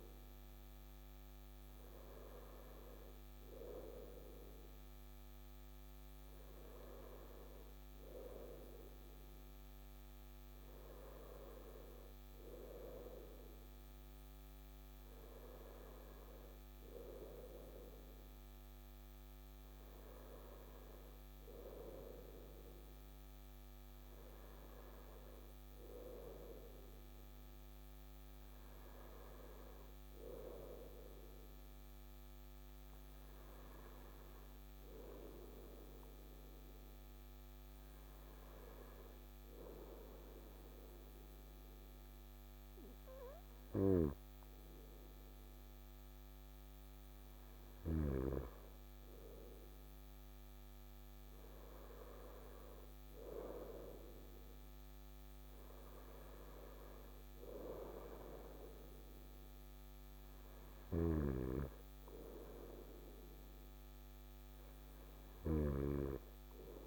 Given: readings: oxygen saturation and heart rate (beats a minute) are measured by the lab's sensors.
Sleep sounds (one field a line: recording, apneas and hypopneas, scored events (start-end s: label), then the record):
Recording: breathing in sleep by a microphone on the trachea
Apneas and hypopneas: none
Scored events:
none scored
From the record:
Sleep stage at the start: N2 (light sleep)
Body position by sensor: on the right side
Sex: male